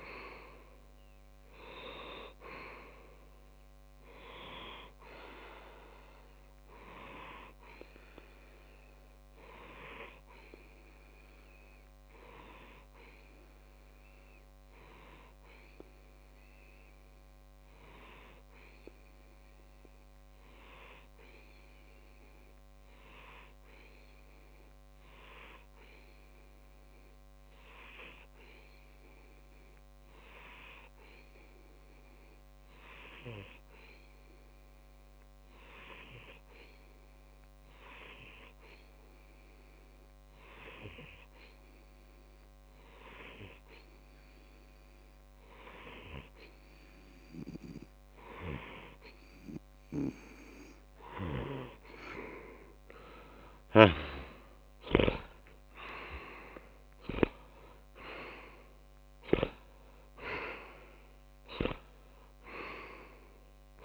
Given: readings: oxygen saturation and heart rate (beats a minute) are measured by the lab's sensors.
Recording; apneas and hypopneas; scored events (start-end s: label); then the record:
breathing in sleep by a microphone on the trachea; 1
0.00-7.00 s: oxygen desaturation (device-marked, oxygen 94% lowest)
7.00-50.00 s: obstructive apnea (oxygen 98% before, 95% lowest)
41.00-63.85 s: oxygen desaturation (device-marked, oxygen 99% before, 95% lowest)
53.00-56.50 s: arousal
From the record:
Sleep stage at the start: N2 (light sleep); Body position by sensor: on the left side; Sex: male